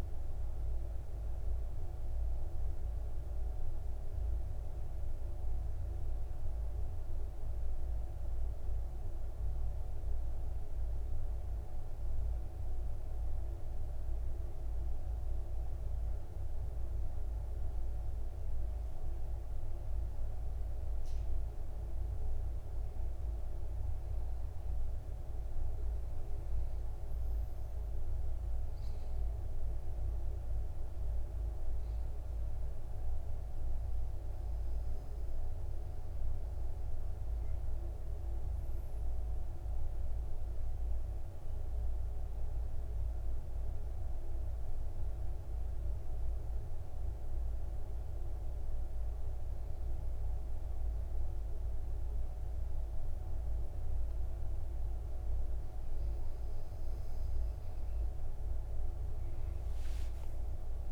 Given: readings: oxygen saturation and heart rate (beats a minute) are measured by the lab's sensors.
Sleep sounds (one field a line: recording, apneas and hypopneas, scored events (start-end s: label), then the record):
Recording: breathing in sleep, hard to hear, by a room microphone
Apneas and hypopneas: 2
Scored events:
9.00-20.00 s: central apnea (oxygen 97% before, 93% lowest, heart rate 70 before, 57 extreme, up 6 after)
22.00-25.50 s: arousal
28.50-40.50 s: oxygen desaturation (device-marked, oxygen 99% before, 93% lowest, heart rate 60 before, 53 extreme)
43.00-54.50 s: obstructive apnea (oxygen 99% before, 93% lowest, heart rate 60 before, 53 extreme, up 12 after)
From the record:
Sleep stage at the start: N2 (light sleep)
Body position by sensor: on the back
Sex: male